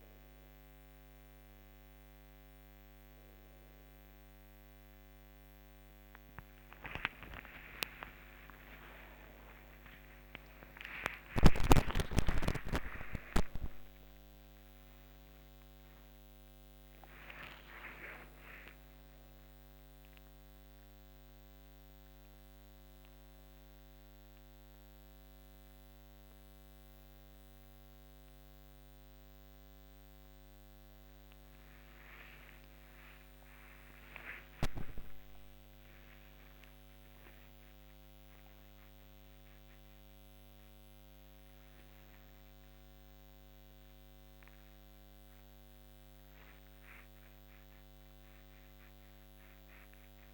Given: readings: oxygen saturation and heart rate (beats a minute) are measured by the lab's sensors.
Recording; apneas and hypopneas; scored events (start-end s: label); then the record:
a person awake in a sleep study, by a microphone on the trachea; none
11.50-50.34 s: new sleep stage, awake
13.50-22.50 s: oxygen desaturation (device-marked, oxygen 99% before, 96% lowest, heart rate 70 before, 72 extreme)
From the record:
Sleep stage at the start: N1 (lightest sleep); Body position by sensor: on the back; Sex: female